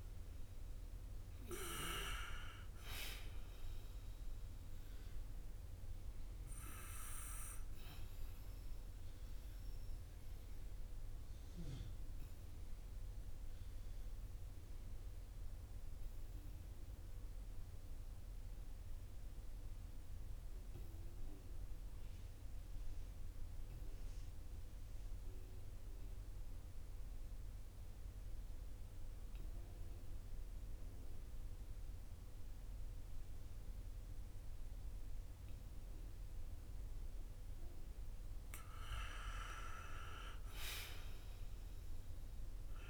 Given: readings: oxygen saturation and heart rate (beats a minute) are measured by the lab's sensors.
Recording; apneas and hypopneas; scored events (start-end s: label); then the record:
breathing in sleep by a room microphone; 1
7.50-37.50 s: obstructive apnea (oxygen 97% before, 90% lowest, heart rate 56 before, 47 extreme, up 8 after)
12.00-29.00 s: oxygen desaturation (device-marked, oxygen 94% before, 90% lowest, heart rate 55 before, 49 extreme)
39.50-42.89 s: arousal
From the record:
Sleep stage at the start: N2 (light sleep); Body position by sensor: on the back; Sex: male